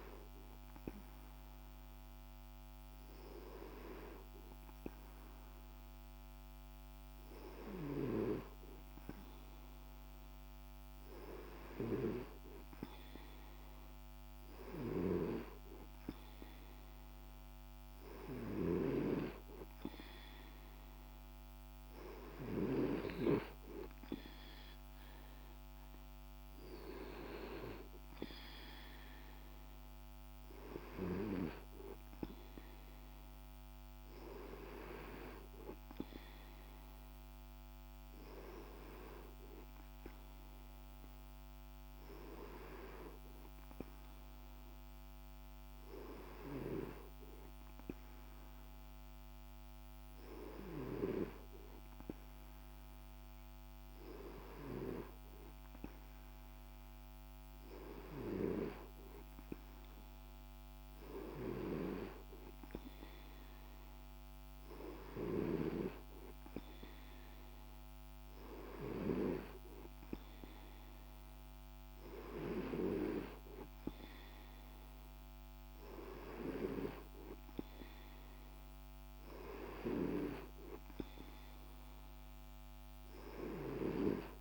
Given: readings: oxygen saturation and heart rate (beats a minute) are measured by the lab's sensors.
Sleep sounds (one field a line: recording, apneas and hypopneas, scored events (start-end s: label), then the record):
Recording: breathing in sleep by a microphone on the trachea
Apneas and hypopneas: none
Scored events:
none scored
From the record:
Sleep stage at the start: N2 (light sleep)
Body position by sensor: on the right side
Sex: male